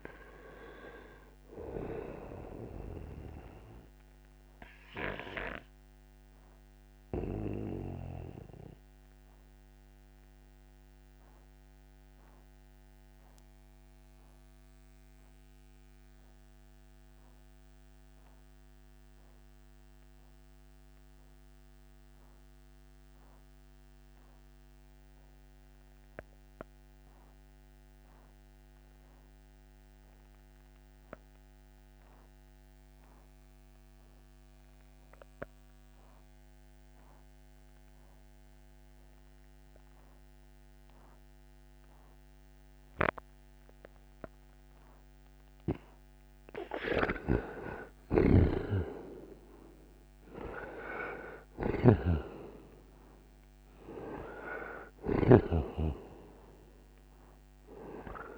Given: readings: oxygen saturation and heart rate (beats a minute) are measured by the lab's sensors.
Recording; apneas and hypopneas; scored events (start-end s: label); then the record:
breathing in sleep by a microphone on the trachea; 1
0.00-25.50 s: oxygen desaturation (device-marked, oxygen 87% lowest, heart rate 60 extreme)
6.50-44.50 s: obstructive apnea (oxygen 98% before, 80% lowest, heart rate 65 before, 60 extreme, up 6 after)
38.50-58.38 s: oxygen desaturation (device-marked, oxygen 97% before, 80% lowest, heart rate 61 before, 58 extreme)
47.00-55.50 s: snoring (device-marked)
48.00-51.50 s: arousal
From the record:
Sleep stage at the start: N2 (light sleep); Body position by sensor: on the right side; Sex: male